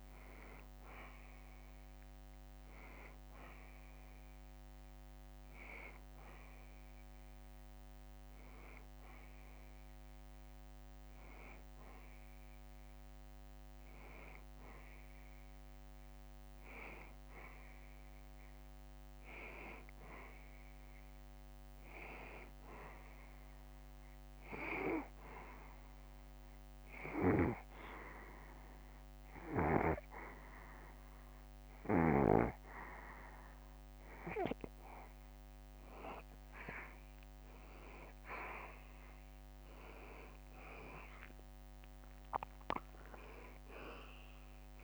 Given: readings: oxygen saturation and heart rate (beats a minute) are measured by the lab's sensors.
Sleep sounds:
breathing in sleep by a microphone on the trachea; 1
25.00-37.50 s: hypopnea (oxygen 94% before, 90% lowest, heart rate 75 before, 70 extreme, up 6 after)
41.50-44.50 s: arousal
43.50-44.84 s: oxygen desaturation (device-marked, oxygen 93% before, 90% lowest, heart rate 73 before, 73 extreme)
From the record:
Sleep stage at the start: N2 (light sleep); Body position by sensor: on the back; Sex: male

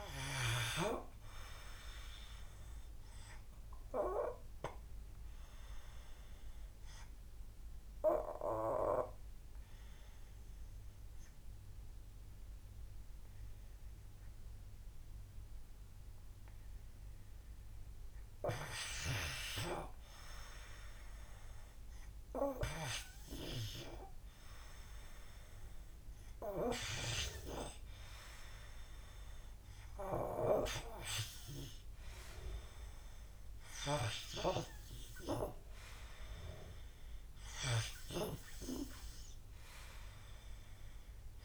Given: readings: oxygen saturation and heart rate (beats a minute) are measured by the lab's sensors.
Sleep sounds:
breathing in sleep by a room microphone; none
1.50-11.50 s: oxygen desaturation (device-marked, oxygen 95% before, 90% lowest, heart rate 60 before, 54 extreme)
22.50-41.44 s: oxygen desaturation (device-marked, oxygen 95% before, 83% lowest, heart rate 59 before, 59 extreme)
26.50-37.50 s: drop in pulse transit time (device-marked, heart rate 59 before, 61 extreme)
From the record:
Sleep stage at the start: N2 (light sleep); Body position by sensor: on the back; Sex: male

